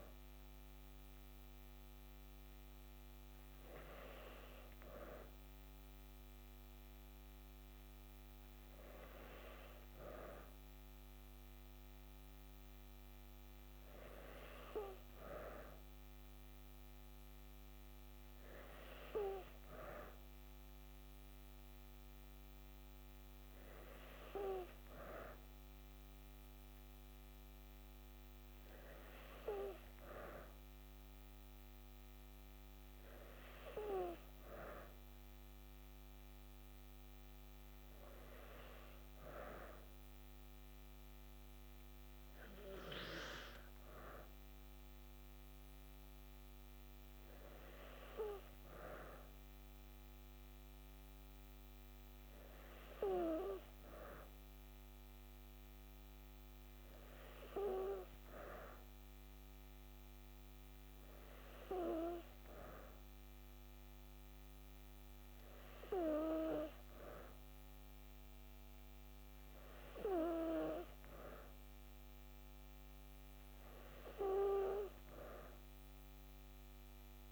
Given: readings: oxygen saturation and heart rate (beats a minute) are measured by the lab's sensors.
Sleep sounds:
breathing in sleep by a microphone on the trachea; none
none scored
From the record:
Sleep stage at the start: N2 (light sleep); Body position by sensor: on the back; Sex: female

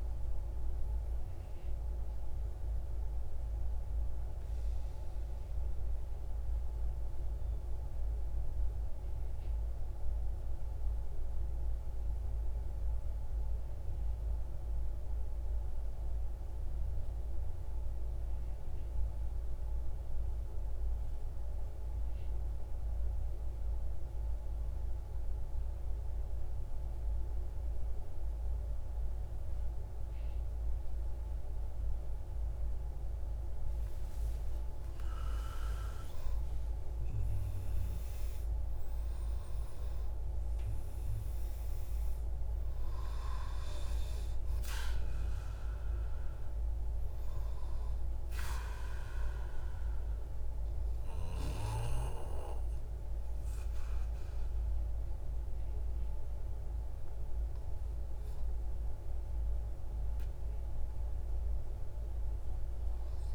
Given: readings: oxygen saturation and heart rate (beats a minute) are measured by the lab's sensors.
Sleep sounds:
breathing in sleep, hard to hear, by a room microphone; 1
0.00-5.00 s: oxygen desaturation (device-marked, oxygen 86% lowest)
1.50-33.50 s: mixed apnea (oxygen 92% before, 86% lowest, heart rate 61 before, 44 extreme)
27.00-61.00 s: oxygen desaturation (device-marked, oxygen 99% before, 91% lowest, heart rate 121 before, 50 extreme)
35.00-40.00 s: arousal
From the record:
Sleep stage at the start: N2 (light sleep); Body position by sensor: on the right side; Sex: male

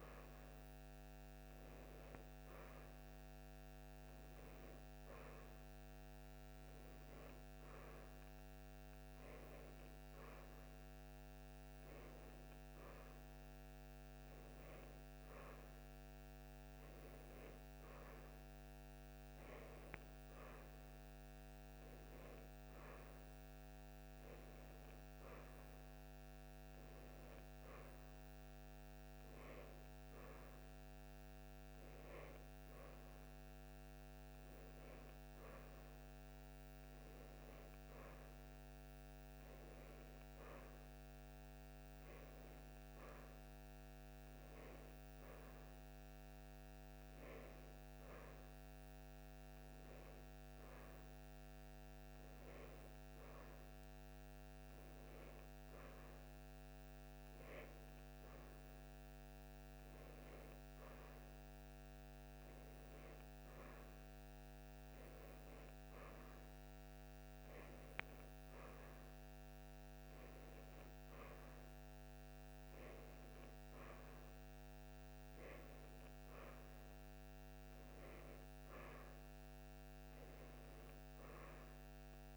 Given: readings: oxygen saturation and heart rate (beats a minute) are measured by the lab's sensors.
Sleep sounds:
breathing in sleep, hard to hear, by a microphone on the trachea; none
none scored
From the record:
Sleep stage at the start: N1 (lightest sleep); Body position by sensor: on the right side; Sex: female

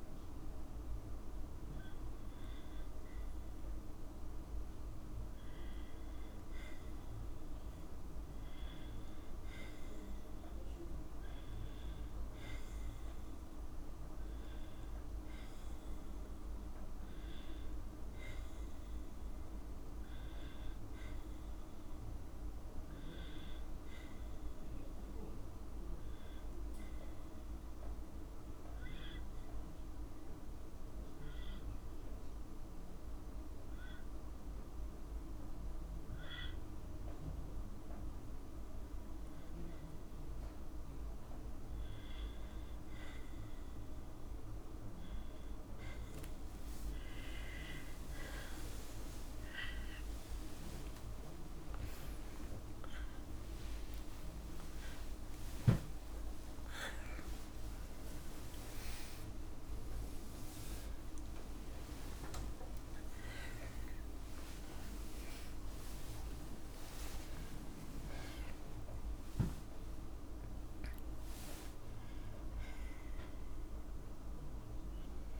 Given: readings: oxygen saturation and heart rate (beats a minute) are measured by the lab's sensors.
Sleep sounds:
a person awake in a sleep study, hard to hear, by a room microphone; none
48.00-50.00 s: long interval between heartbeats (device-marked, heart rate 58 before, 65 extreme)
48.50-70.50 s: tachycardia (device-marked, heart rate 60 before, 156 extreme)
50.00-52.00 s: long interval between heartbeats (device-marked, heart rate 59 before, 78 extreme)
52.50-54.50 s: long interval between heartbeats (device-marked, heart rate 65 before, 122 extreme)
54.50-56.50 s: long interval between heartbeats (device-marked, heart rate 72 before, 151 extreme)
From the record:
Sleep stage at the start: awake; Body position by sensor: on the back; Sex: female

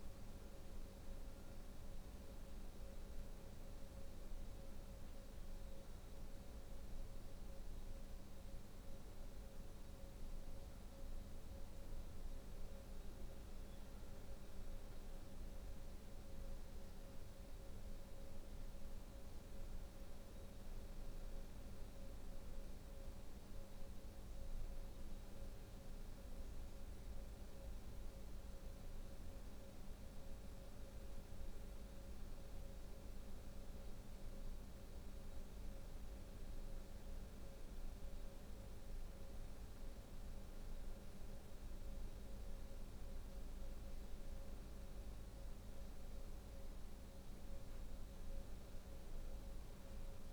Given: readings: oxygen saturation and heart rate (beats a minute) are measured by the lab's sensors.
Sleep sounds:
breathing in sleep, hard to hear, by a room microphone; 1
6.00-9.50 s: arousal
8.00-25.00 s: oxygen desaturation (device-marked, oxygen 93% before, 88% lowest, heart rate 143 before, 65 extreme)
13.50-41.00 s: obstructive apnea (oxygen 93% before, 88% lowest, heart rate 133 before, 65 extreme, up 20 after)
36.00-50.33 s: new sleep stage, N2 (light sleep)
44.00-49.00 s: arousal
47.00-50.33 s: oxygen desaturation (device-marked, oxygen 95% before, 90% lowest, heart rate 67 before, 65 extreme)
From the record:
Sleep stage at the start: N1 (lightest sleep); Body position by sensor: on the back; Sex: female

